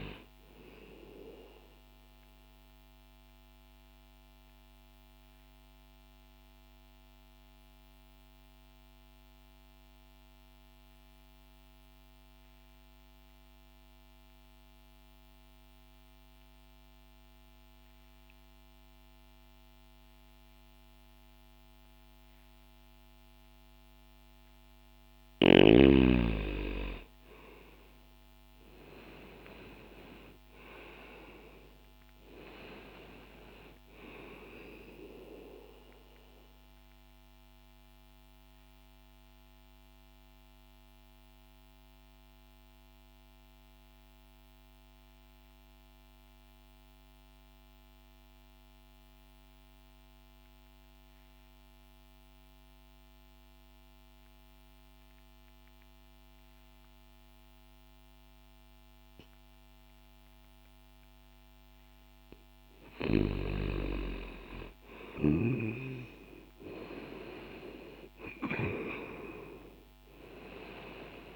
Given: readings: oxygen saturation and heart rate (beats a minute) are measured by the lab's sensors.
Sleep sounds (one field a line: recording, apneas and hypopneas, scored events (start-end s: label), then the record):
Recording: breathing in sleep by a microphone on the trachea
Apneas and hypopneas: 2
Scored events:
2.00-24.00 s: obstructive apnea (oxygen 95% before, 84% lowest, heart rate 60 before, 60 extreme, up 0 after)
4.50-18.50 s: oxygen desaturation (device-marked, oxygen 95% before, 87% lowest, heart rate 60 before, 60 extreme)
26.00-31.00 s: arousal
26.50-57.50 s: oxygen desaturation (device-marked, oxygen 96% before, 84% lowest, heart rate 60 before, 60 extreme)
35.50-61.50 s: mixed apnea (oxygen 96% before, 84% lowest, heart rate 60 before, 60 extreme, up 0 after)
63.50-68.50 s: arousal
68.50-71.36 s: oxygen desaturation (device-marked, oxygen 96% before, 85% lowest, heart rate 60 before, 60 extreme)
From the record:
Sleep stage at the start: N2 (light sleep)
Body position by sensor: on the left side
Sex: male